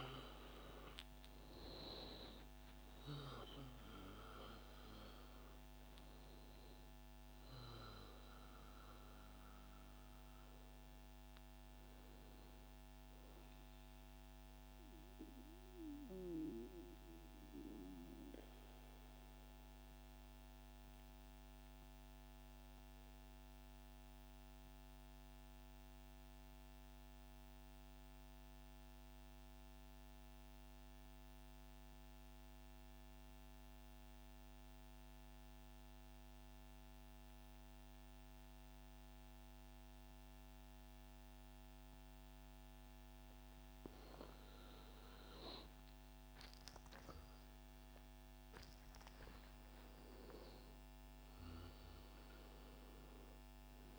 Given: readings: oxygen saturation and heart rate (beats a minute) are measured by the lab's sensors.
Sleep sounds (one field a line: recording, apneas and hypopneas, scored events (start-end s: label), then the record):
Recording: breathing in sleep by a microphone on the trachea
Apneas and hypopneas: 1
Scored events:
0.00-20.50 s: oxygen desaturation (device-marked, oxygen 86% lowest, heart rate 35 extreme)
13.50-42.00 s: central apnea (oxygen 92% before, 88% lowest, heart rate 130 before, 35 extreme)
44.00-48.00 s: arousal
46.50-53.99 s: oxygen desaturation (device-marked, oxygen 98% before, 92% lowest)
From the record:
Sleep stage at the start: N2 (light sleep)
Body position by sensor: on the right side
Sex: male